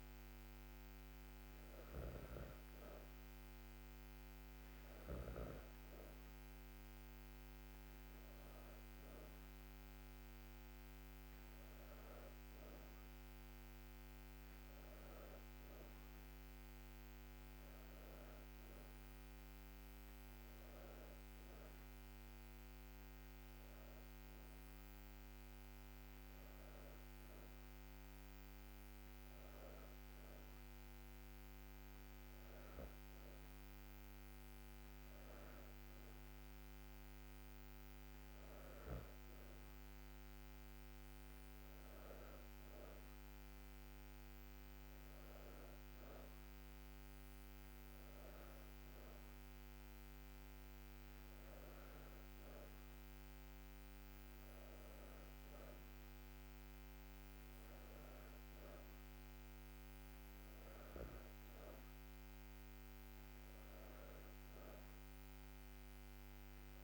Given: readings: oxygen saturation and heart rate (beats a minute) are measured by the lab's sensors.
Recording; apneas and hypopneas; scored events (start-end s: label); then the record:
breathing in sleep, hard to hear, by a microphone on the trachea; none
none scored
From the record:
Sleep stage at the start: N2 (light sleep); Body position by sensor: on the back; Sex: female